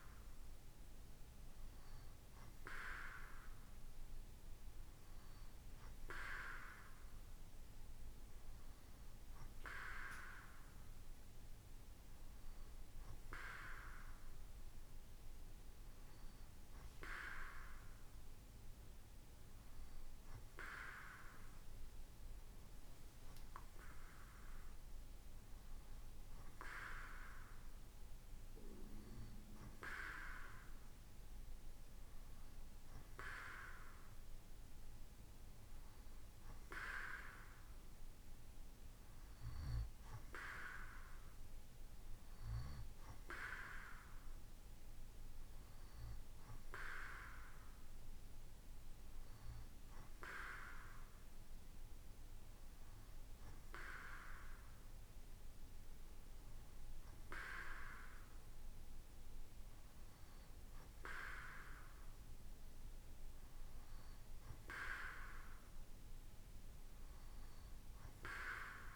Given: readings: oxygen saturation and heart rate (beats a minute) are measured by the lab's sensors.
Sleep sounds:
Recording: breathing in sleep by a room microphone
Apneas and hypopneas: none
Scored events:
none scored
From the record:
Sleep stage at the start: N2 (light sleep)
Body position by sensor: on the right side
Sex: male

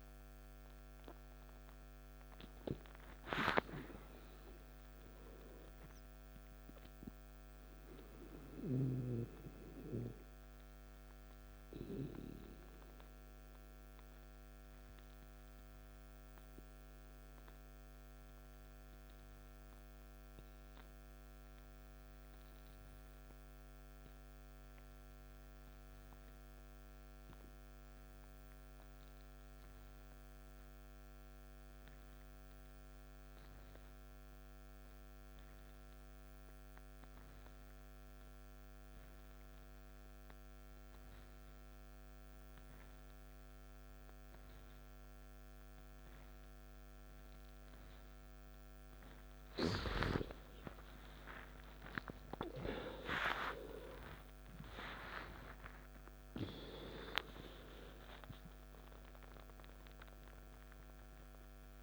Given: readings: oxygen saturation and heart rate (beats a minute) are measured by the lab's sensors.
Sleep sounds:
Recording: breathing in sleep by a microphone on the trachea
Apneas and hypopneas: 1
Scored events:
0.00-17.00 s: oxygen desaturation (device-marked, oxygen 86% lowest, heart rate 54 extreme)
12.50-49.00 s: mixed apnea (oxygen 93% before, 86% lowest, heart rate 66 before, 54 extreme, up 15 after)
37.00-61.83 s: oxygen desaturation (device-marked, oxygen 98% before, 89% lowest, heart rate 55 before, 54 extreme)
50.00-56.00 s: arousal
From the record:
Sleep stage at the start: N2 (light sleep)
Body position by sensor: on the back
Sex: male

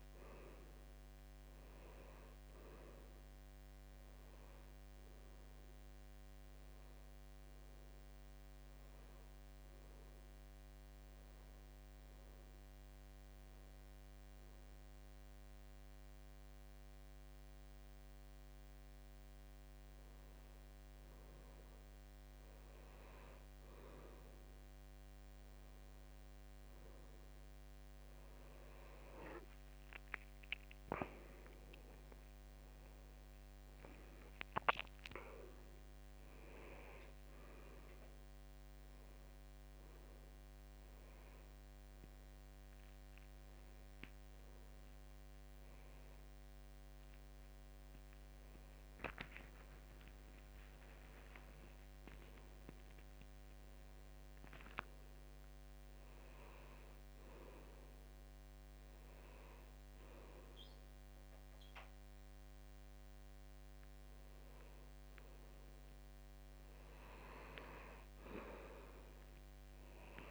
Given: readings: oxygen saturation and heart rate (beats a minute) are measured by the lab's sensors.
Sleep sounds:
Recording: breathing in sleep by a microphone on the trachea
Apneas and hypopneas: 2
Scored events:
0.00-7.00 s: oxygen desaturation (device-marked, oxygen 90% lowest, heart rate 73 extreme)
11.50-21.50 s: hypopnea (oxygen 94% before, 92% lowest, heart rate 79 before, 73 extreme, up 2 after)
24.00-27.50 s: arousal
40.50-51.00 s: hypopnea (oxygen 94% before, 92% lowest, heart rate 76 before, 71 extreme, up 34 after)
50.50-52.50 s: long interval between heartbeats (device-marked, heart rate 77 before, 91 extreme)
52.00-55.00 s: arousal
54.50-56.50 s: long interval between heartbeats (device-marked, heart rate 81 before, 106 extreme)
68.50-70.31 s: long interval between heartbeats (device-marked, heart rate 85 before, 82 extreme)
From the record:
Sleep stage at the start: N2 (light sleep)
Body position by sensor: on the back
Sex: male

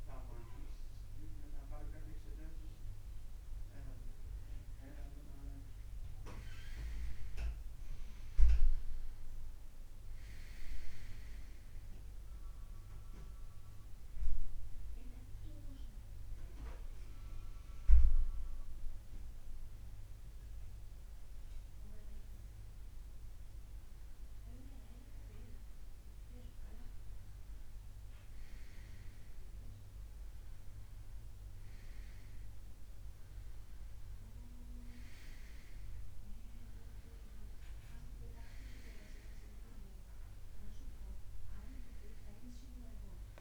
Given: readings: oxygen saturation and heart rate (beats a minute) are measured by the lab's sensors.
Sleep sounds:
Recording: breathing in sleep by a room microphone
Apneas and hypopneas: none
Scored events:
none scored
From the record:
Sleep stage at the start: N2 (light sleep)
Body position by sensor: on the right side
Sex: male

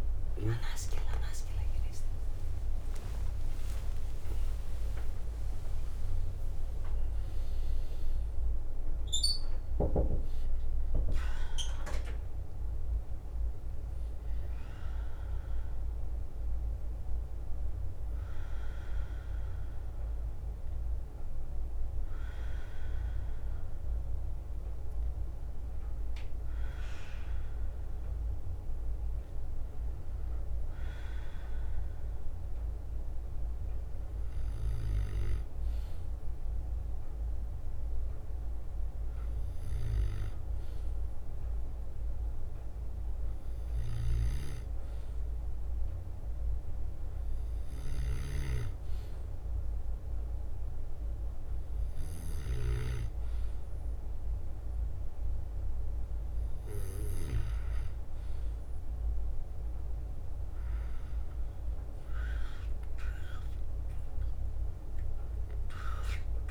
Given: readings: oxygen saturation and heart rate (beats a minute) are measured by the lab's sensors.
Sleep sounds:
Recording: breathing in sleep by a room microphone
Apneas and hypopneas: none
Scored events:
0.00-3.00 s: arousal
0.00-12.50 s: drop in pulse transit time (device-marked, heart rate 72 extreme)
18.50-27.50 s: leg movement (device-marked)
30.50-40.50 s: leg movement (device-marked)
43.00-49.00 s: leg movement (device-marked)
64.00-66.50 s: arousal
From the record:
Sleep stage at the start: N2 (light sleep)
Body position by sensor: on the back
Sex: male

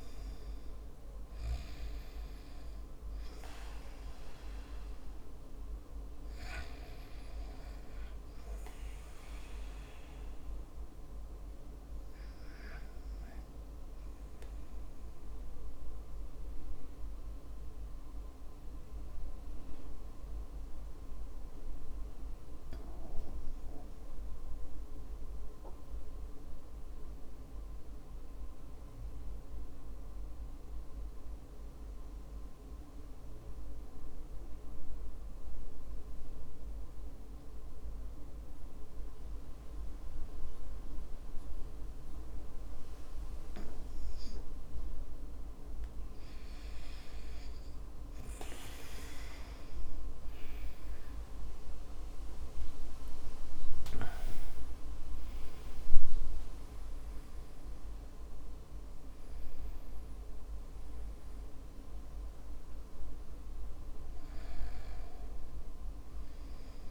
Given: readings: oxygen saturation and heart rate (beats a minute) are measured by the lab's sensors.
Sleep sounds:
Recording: breathing in sleep, hard to hear, by a room microphone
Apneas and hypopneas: 1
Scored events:
17.00-44.00 s: obstructive apnea (oxygen 97% before, 92% lowest, heart rate 63 before, 48 extreme, up 12 after)
46.00-51.00 s: arousal
46.50-61.50 s: oxygen desaturation (device-marked, oxygen 98% before, 95% lowest, heart rate 54 before, 49 extreme)
From the record:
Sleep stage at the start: REM sleep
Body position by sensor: on the back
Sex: male

